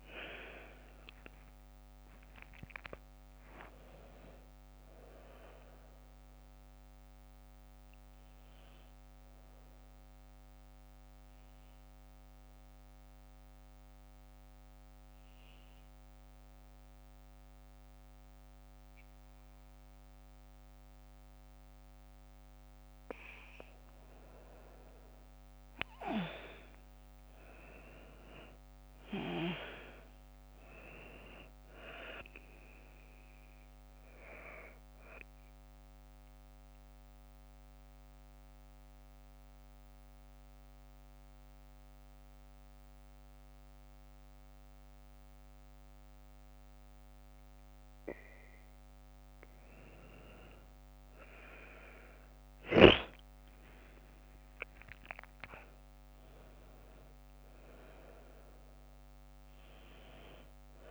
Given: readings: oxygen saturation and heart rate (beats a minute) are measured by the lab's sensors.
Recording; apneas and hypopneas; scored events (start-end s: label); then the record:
breathing in sleep by a microphone on the trachea; 2
0.00-14.00 s: oxygen desaturation (device-marked, oxygen 97% before, 90% lowest, heart rate 61 before, 57 extreme)
11.00-23.50 s: obstructive apnea (oxygen 97% before, 91% lowest, heart rate 64 before, 54 extreme, up 4 after)
25.50-28.50 s: arousal
28.00-47.00 s: oxygen desaturation (device-marked, oxygen 98% before, 91% lowest, heart rate 60 before, 54 extreme)
36.50-49.00 s: central apnea (oxygen 98% before, 90% lowest, heart rate 61 before, 54 extreme, up 11 after)
51.00-54.50 s: arousal
From the record:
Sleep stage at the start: N2 (light sleep); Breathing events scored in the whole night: 174 in 4.2 hours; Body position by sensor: on the back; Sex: female